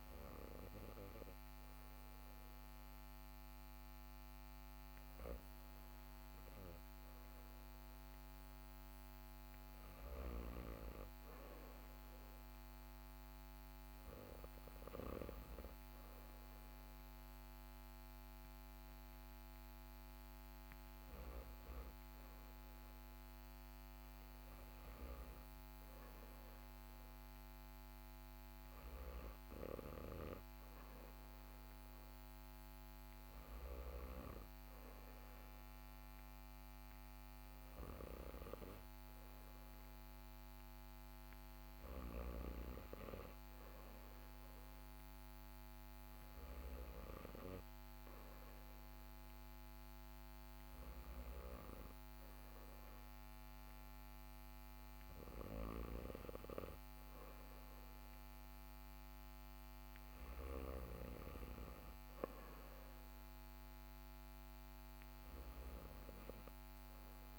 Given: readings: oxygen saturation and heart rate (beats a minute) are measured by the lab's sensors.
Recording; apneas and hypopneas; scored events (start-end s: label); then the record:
breathing in sleep by a microphone on the trachea; none
54.50-60.00 s: snoring (device-marked)
From the record:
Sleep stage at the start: REM sleep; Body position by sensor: on the back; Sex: male